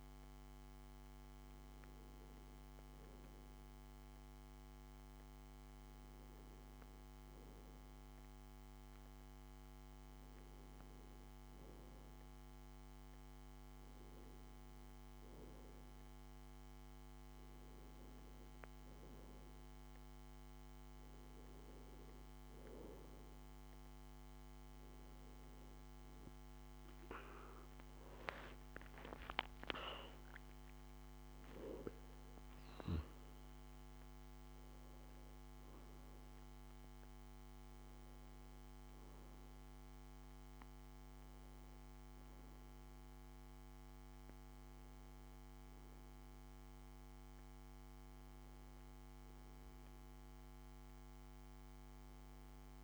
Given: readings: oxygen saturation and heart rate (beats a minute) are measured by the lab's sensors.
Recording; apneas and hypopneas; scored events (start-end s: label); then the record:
breathing in sleep, hard to hear, by a microphone on the trachea; none
29.00-33.00 s: arousal
From the record:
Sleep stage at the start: N2 (light sleep); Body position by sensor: on the back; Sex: male